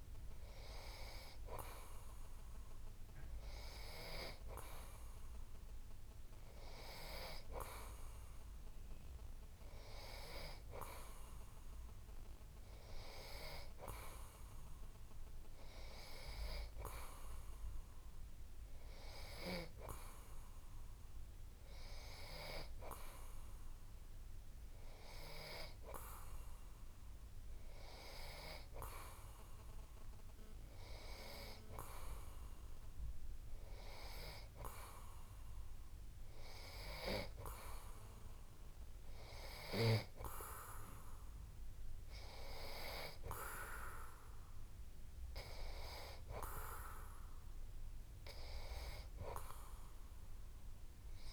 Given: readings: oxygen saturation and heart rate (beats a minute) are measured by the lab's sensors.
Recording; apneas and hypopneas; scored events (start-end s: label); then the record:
breathing in sleep by a room microphone; none
none scored
From the record:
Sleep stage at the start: N2 (light sleep); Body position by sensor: on the back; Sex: male